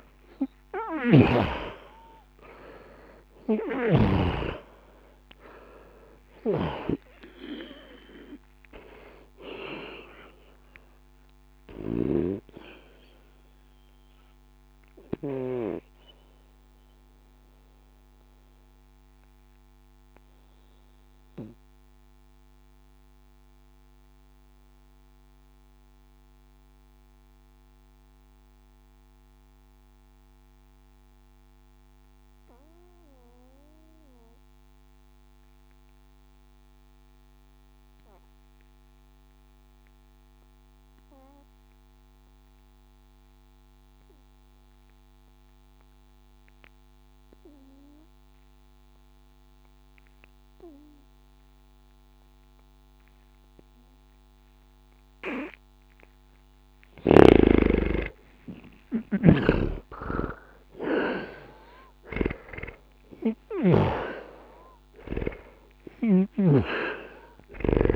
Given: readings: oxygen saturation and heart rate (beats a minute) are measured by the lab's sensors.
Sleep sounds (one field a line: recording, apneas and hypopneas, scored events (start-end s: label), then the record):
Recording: breathing in sleep by a microphone on the trachea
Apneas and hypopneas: 1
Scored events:
0.00-36.00 s: oxygen desaturation (device-marked, oxygen 77% lowest, heart rate 60 extreme)
0.50-4.00 s: snoring (device-marked)
15.00-56.50 s: mixed apnea (oxygen 93% before, 77% lowest, heart rate 62 before, 60 extreme, up 60 after)
54.00-67.96 s: oxygen desaturation (device-marked, oxygen 99% before, 77% lowest, heart rate 60 before, 60 extreme)
58.50-63.00 s: arousal
65.50-67.96 s: snoring (device-marked)
From the record:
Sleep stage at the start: N2 (light sleep)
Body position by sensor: on the back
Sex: male